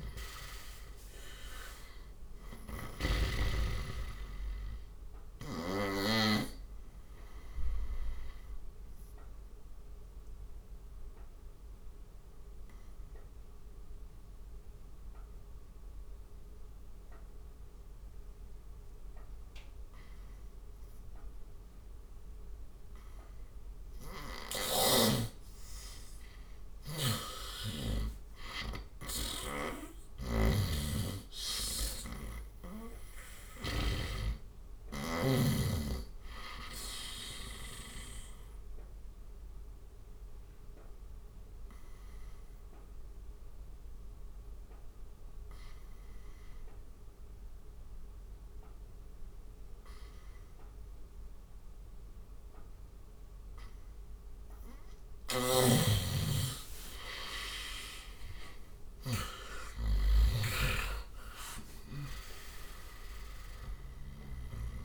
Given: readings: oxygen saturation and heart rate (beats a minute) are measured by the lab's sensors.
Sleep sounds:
breathing in sleep by a room microphone; 2
0.00-1.50 s: arousal
0.00-2.50 s: snoring (device-marked)
0.00-3.50 s: oxygen desaturation (device-marked, oxygen 86% lowest, heart rate 69 extreme)
7.50-25.00 s: obstructive apnea (oxygen 95% before, 87% lowest, heart rate 76 before, 70 extreme, up 11 after)
18.50-31.50 s: oxygen desaturation (device-marked, oxygen 96% before, 88% lowest, heart rate 75 before, 70 extreme)
24.00-27.50 s: snoring (device-marked)
27.50-32.50 s: arousal
29.50-33.50 s: snoring (device-marked)
38.00-53.00 s: obstructive apnea (oxygen 96% before, 87% lowest, heart rate 76 before, 69 extreme, up 9 after)
46.50-58.50 s: oxygen desaturation (device-marked, oxygen 94% before, 87% lowest, heart rate 77 before, 69 extreme)
54.50-61.50 s: snoring (device-marked)
57.00-61.50 s: arousal
From the record:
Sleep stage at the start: N2 (light sleep); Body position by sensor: on the right side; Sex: male

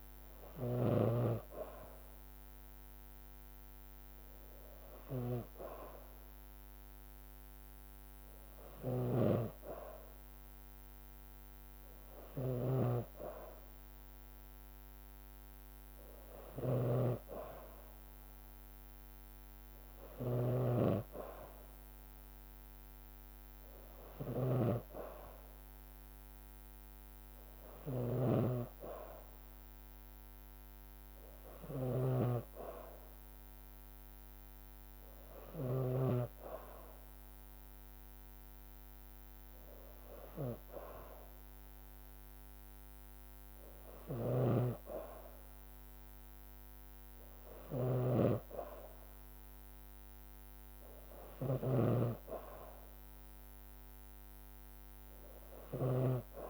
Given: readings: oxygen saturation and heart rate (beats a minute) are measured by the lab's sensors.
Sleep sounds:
breathing in sleep by a microphone on the trachea; none
9.00-36.00 s: snoring (device-marked)
44.00-56.50 s: snoring (device-marked)
From the record:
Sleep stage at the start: N2 (light sleep); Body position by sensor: on the back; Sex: female

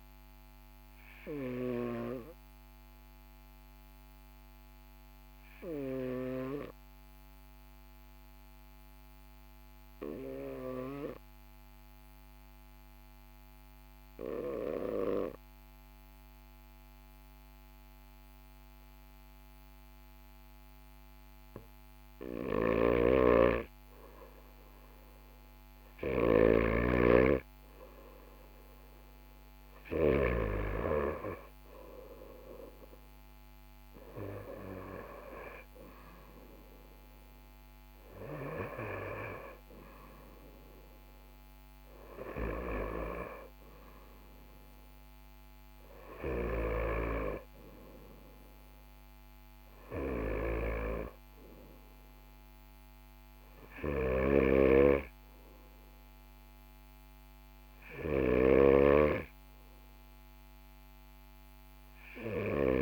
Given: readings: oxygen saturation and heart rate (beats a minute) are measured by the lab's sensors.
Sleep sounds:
breathing in sleep by a microphone on the trachea; 1
5.50-23.00 s: obstructive apnea (oxygen 98% before, 94% lowest, heart rate 42 before, 39 extreme, up 2 after)
22.00-30.00 s: snoring (device-marked)
24.50-28.50 s: arousal
53.50-62.50 s: snoring (device-marked)
From the record:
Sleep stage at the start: N2 (light sleep); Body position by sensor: on the right side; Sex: male

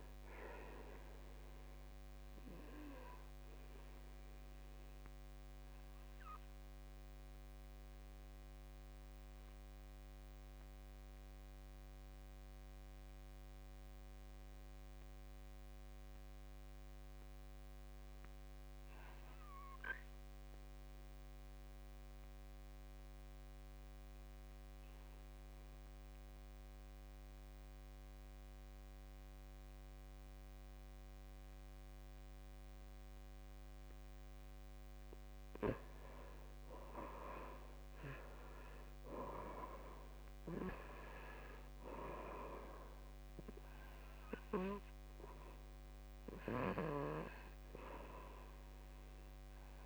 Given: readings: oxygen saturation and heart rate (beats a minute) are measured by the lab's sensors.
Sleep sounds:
breathing in sleep by a microphone on the trachea; 1
0.00-19.00 s: oxygen desaturation (device-marked, oxygen 73% lowest, heart rate 54 extreme)
3.00-34.00 s: obstructive apnea (oxygen 97% before, 73% lowest, heart rate 69 before, 51 extreme, up 10 after)
36.00-39.50 s: arousal
37.00-49.86 s: oxygen desaturation (device-marked, oxygen 97% before, 78% lowest, heart rate 60 before, 51 extreme)
From the record:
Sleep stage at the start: N2 (light sleep); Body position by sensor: on the back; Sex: male

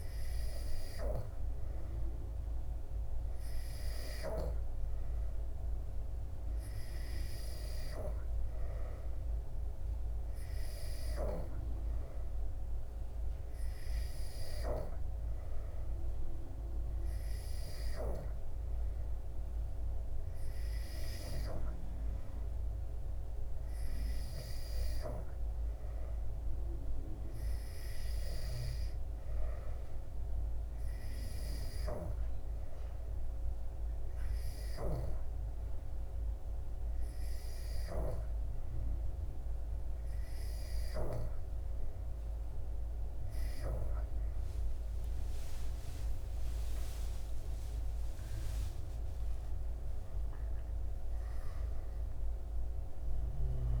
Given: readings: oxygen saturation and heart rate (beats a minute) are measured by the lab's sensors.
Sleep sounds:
breathing in sleep by a room microphone; none
44.50-49.50 s: arousal
From the record:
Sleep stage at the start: N2 (light sleep); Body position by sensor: on the back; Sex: male

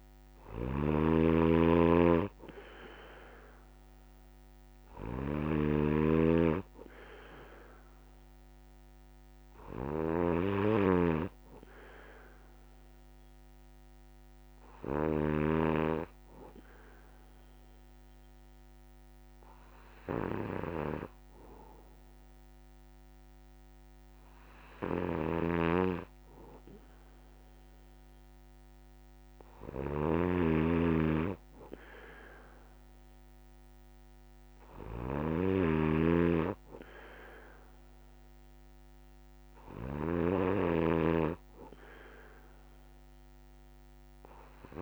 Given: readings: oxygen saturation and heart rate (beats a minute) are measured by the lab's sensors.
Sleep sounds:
breathing in sleep by a microphone on the trachea; none
0.00-15.00 s: snoring (device-marked)
24.50-44.82 s: snoring (device-marked)
From the record:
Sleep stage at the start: N3 (deep sleep); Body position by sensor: on the back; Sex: male

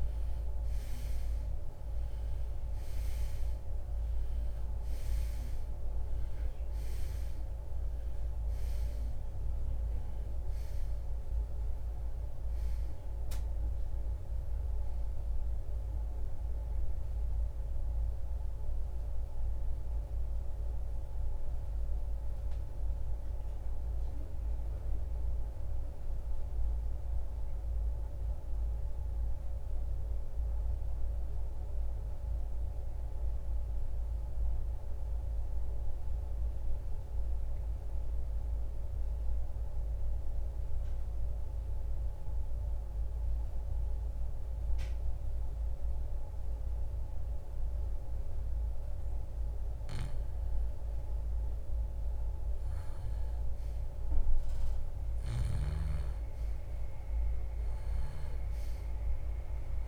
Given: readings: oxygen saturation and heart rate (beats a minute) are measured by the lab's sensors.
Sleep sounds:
breathing in sleep, hard to hear, by a room microphone; 1
17.50-40.50 s: oxygen desaturation (device-marked, oxygen 96% before, 84% lowest, heart rate 68 before, 47 extreme)
34.50-49.50 s: obstructive apnea (oxygen 96% before, 85% lowest, heart rate 76 before, 47 extreme, up 7 after)
52.00-57.00 s: arousal
From the record:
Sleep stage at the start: REM sleep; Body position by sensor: on the right side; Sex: male

